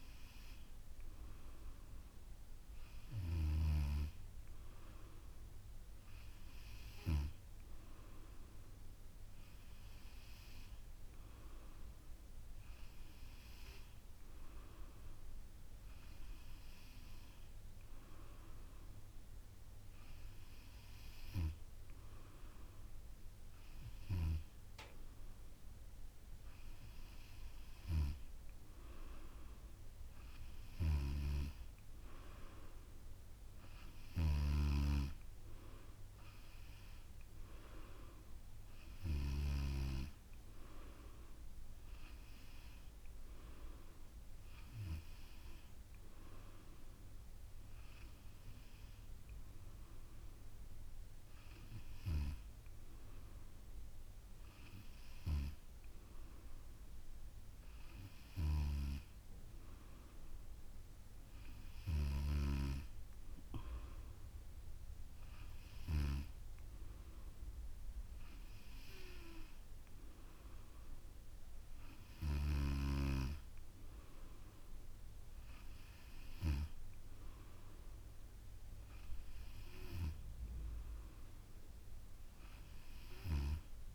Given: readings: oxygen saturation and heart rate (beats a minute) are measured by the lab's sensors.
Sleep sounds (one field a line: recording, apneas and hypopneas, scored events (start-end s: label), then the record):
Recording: breathing in sleep by a room microphone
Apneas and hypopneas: none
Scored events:
none scored
From the record:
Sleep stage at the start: N2 (light sleep)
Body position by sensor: on the back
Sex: female